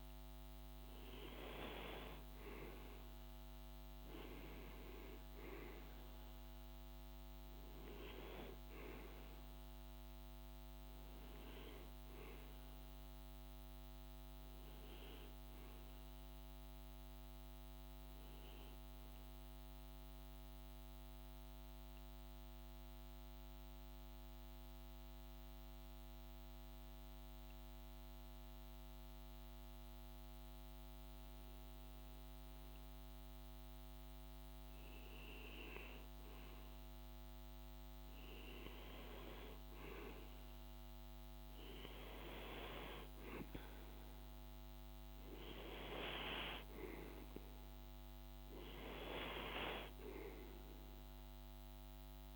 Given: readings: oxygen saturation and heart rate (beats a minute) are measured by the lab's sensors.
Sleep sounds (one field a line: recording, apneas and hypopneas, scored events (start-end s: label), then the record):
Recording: breathing in sleep by a microphone on the trachea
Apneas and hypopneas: 1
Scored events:
0.00-14.50 s: oxygen desaturation (device-marked, oxygen 94% lowest, heart rate 51 extreme)
21.00-33.00 s: hypopnea (oxygen 98% before, 94% lowest, heart rate 54 before, 51 extreme, up 2 after)
36.50-40.50 s: arousal
38.50-52.36 s: oxygen desaturation (device-marked, oxygen 97% before, 94% lowest, heart rate 52 before, 51 extreme)
From the record:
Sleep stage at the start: N2 (light sleep)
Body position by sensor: on the right side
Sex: male